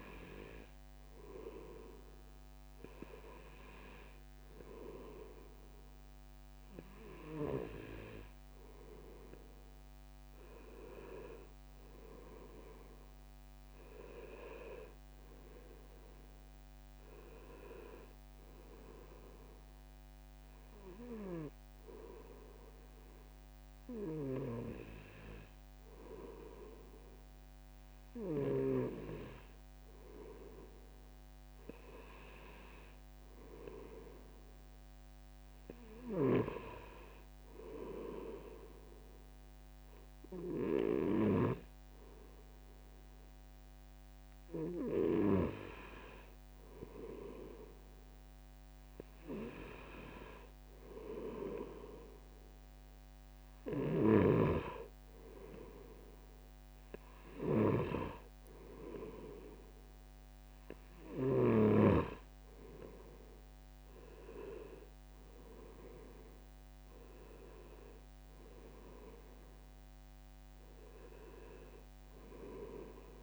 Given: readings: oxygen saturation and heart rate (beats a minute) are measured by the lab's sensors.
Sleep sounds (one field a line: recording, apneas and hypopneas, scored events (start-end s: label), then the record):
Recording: breathing in sleep by a microphone on the trachea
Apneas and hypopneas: none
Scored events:
8.00-24.00 s: drop in pulse transit time (device-marked, heart rate 66 before, 68 extreme)
49.00-58.00 s: drop in pulse transit time (device-marked, heart rate 67 before, 68 extreme)
65.50-67.50 s: leg movement (device-marked)
67.50-71.50 s: arousal
From the record:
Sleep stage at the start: N2 (light sleep)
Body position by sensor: on the right side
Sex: male